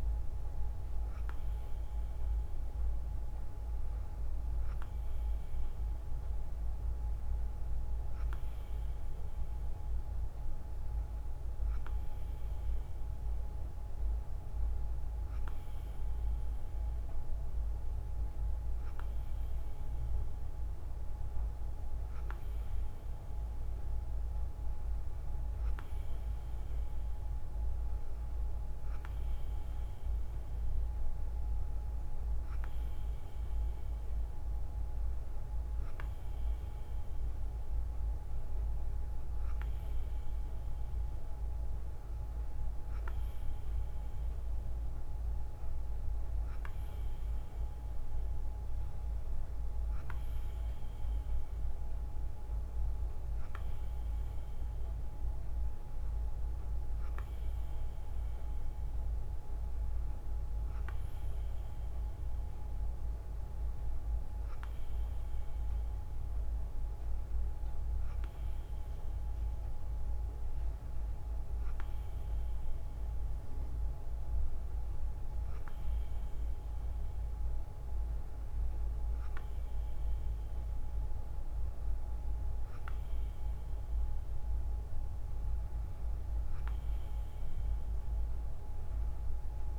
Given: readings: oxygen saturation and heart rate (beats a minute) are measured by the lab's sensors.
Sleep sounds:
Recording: breathing in sleep, hard to hear, by a room microphone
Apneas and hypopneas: none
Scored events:
none scored
From the record:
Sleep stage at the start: N2 (light sleep)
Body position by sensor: on the right side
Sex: female

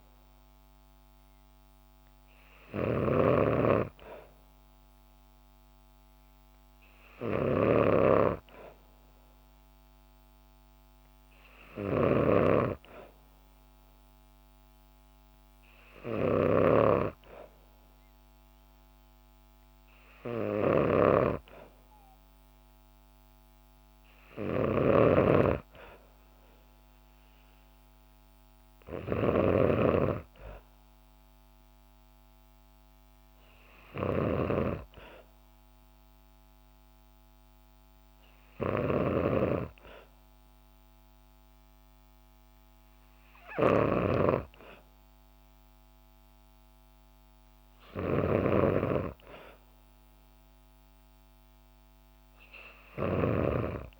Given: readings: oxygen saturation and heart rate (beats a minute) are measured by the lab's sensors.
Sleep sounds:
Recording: breathing in sleep by a microphone on the trachea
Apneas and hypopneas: none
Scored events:
0.00-54.00 s: snoring (device-marked)
From the record:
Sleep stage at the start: N2 (light sleep)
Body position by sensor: on the back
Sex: female

